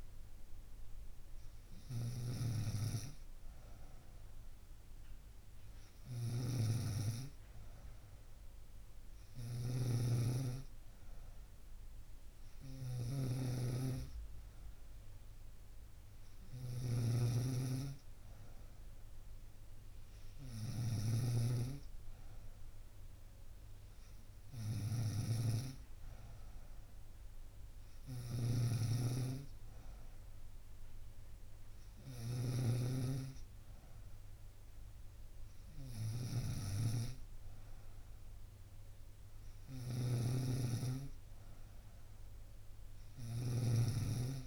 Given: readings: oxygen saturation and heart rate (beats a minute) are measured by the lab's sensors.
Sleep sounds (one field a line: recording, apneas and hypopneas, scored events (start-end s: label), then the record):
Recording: breathing in sleep by a room microphone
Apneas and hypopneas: none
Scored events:
0.00-44.47 s: snoring (device-marked)
From the record:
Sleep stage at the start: N3 (deep sleep)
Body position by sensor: on the right side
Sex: female